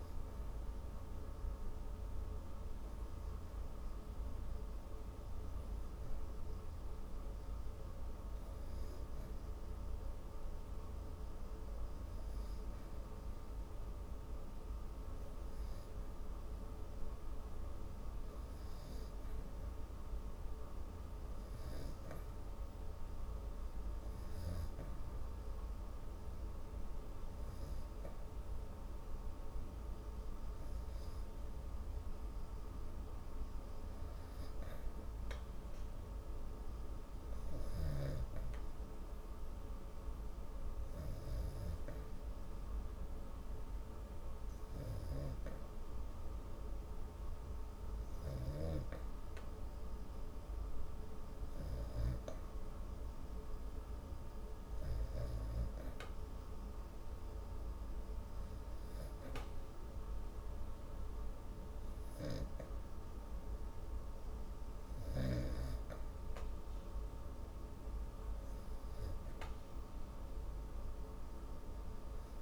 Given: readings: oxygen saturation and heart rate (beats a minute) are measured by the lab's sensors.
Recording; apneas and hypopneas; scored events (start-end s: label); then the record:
breathing in sleep, hard to hear, by a room microphone; none
none scored
From the record:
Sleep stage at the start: N2 (light sleep); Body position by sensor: on the back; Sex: female